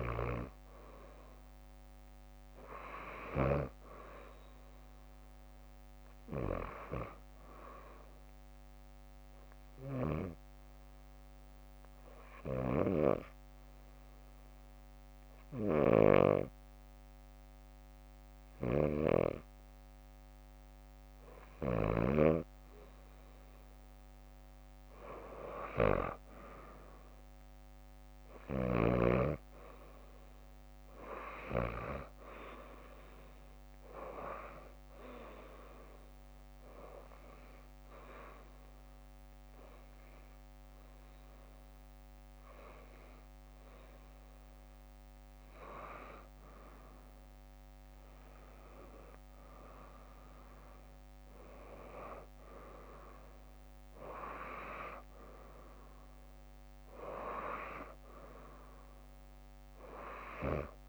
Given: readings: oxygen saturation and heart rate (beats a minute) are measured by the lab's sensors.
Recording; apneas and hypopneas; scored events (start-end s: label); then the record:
breathing in sleep by a microphone on the trachea; 2
0.00-3.50 s: snoring (device-marked)
1.00-12.00 s: drop in pulse transit time (device-marked, heart rate 61 before, 61 extreme)
9.50-20.50 s: obstructive apnea (oxygen 94% before, 90% lowest, heart rate 63 before, 59 extreme, up 7 after)
15.50-22.00 s: snoring (device-marked)
21.50-24.50 s: leg movement (device-marked)
23.00-26.00 s: arousal
25.00-30.50 s: leg movement (device-marked)
26.00-38.00 s: drop in pulse transit time (device-marked, heart rate 62 before, 60 extreme)
35.50-45.50 s: hypopnea (oxygen 94% before, 90% lowest, heart rate 61 before, 60 extreme, up 8 after)
46.50-50.00 s: arousal
48.50-57.50 s: leg movement (device-marked)
51.00-60.89 s: drop in pulse transit time (device-marked, heart rate 62 before, 64 extreme)
From the record:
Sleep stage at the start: N2 (light sleep); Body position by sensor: on the back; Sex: female